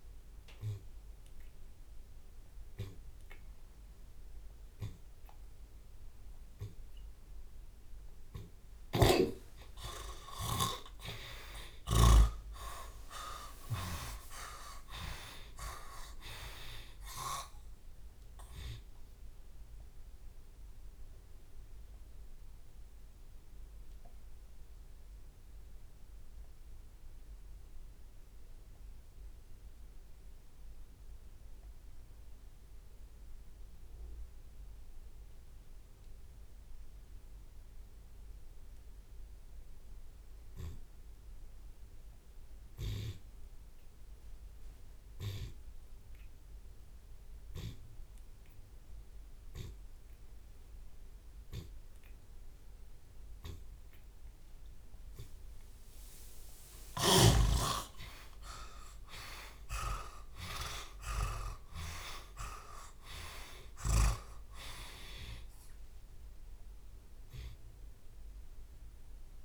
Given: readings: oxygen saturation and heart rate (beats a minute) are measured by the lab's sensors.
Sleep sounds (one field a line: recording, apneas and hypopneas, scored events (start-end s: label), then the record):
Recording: breathing in sleep by a room microphone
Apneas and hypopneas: 1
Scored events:
0.00-5.00 s: oxygen desaturation (device-marked, oxygen 74% lowest)
0.00-6.00 s: drop in pulse transit time (device-marked, heart rate 50 extreme)
0.50-2.50 s: long interval between heartbeats (device-marked, heart rate 69 before, 63 extreme)
3.00-5.00 s: long interval between heartbeats (device-marked, heart rate 67 before, 50 extreme)
5.00-7.00 s: long interval between heartbeats (device-marked, heart rate 66 before, 62 extreme)
8.50-10.50 s: long interval between heartbeats (device-marked, heart rate 65 before, 83 extreme)
8.50-12.50 s: snoring (device-marked)
9.50-15.00 s: arousal
13.00-15.00 s: long interval between heartbeats (device-marked, heart rate 67 before, 75 extreme)
19.00-21.00 s: long interval between heartbeats (device-marked)
19.50-53.00 s: hypopnea (oxygen 99% before, 71% lowest)
36.00-50.00 s: oxygen desaturation (device-marked, oxygen 95% before, 89% lowest)
54.50-56.50 s: long interval between heartbeats (device-marked)
57.00-61.50 s: arousal
57.00-63.00 s: drop in pulse transit time (device-marked)
58.00-69.00 s: oxygen desaturation (device-marked, oxygen 97% before, 92% lowest)
58.50-60.50 s: long interval between heartbeats (device-marked)
64.00-66.00 s: long interval between heartbeats (device-marked, heart rate 46 before, 80 extreme)
67.00-69.00 s: long interval between heartbeats (device-marked, heart rate 58 before, 77 extreme)
From the record:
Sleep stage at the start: N2 (light sleep)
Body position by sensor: on the left side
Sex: male